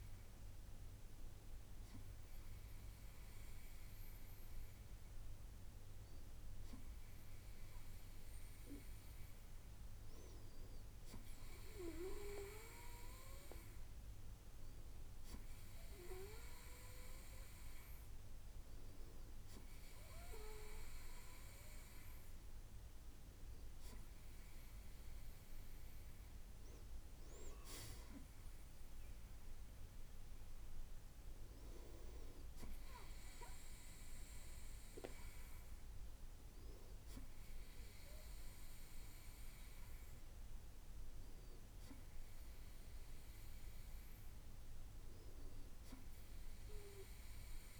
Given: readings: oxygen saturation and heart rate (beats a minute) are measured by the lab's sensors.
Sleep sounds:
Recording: breathing in sleep by a room microphone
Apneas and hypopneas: none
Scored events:
none scored
From the record:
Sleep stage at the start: N2 (light sleep)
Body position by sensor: on the right side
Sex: male

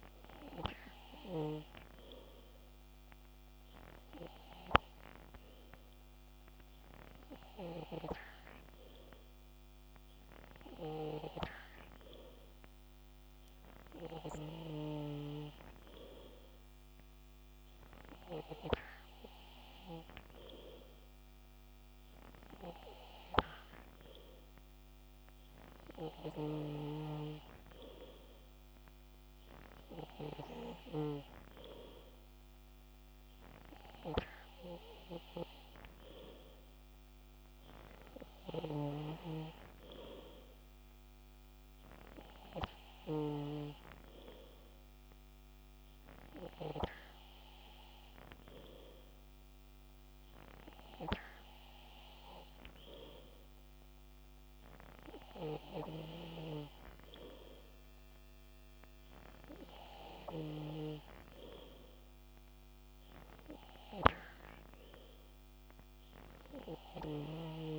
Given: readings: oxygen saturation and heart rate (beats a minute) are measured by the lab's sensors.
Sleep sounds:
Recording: breathing in sleep by a microphone on the trachea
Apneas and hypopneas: none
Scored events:
none scored
From the record:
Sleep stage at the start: N3 (deep sleep)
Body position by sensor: on the back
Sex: male

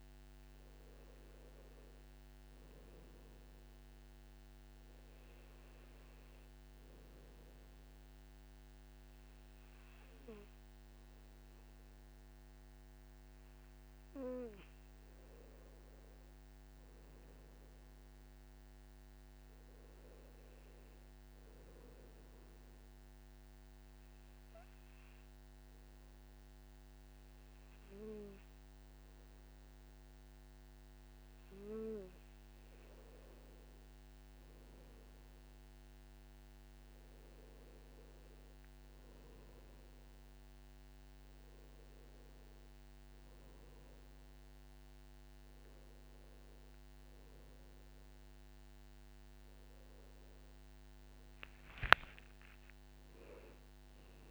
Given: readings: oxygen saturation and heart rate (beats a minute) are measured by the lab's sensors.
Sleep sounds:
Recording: breathing in sleep, hard to hear, by a microphone on the trachea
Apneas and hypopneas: 1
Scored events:
22.50-33.50 s: obstructive apnea (oxygen 96% before, 94% lowest, heart rate 59 before, 56 extreme, up 7 after)
35.00-38.00 s: arousal
51.50-54.31 s: arousal
52.50-54.31 s: long interval between heartbeats (device-marked, heart rate 59 before, 66 extreme)
From the record:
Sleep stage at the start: N2 (light sleep)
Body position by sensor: on the back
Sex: male

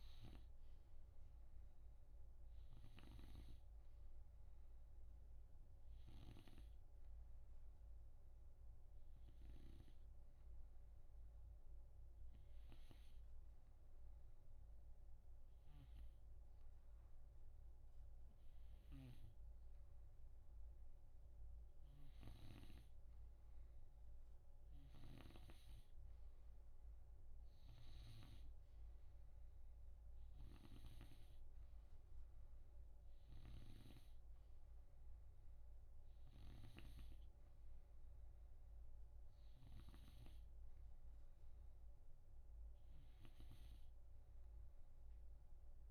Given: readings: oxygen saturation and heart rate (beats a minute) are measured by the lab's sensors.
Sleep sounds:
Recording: breathing in sleep by a room microphone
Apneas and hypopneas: none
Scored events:
0.00-6.50 s: snoring (device-marked)
15.50-22.50 s: snoring (device-marked)
24.50-40.00 s: snoring (device-marked)
From the record:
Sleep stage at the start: N2 (light sleep)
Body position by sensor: on the right side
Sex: male

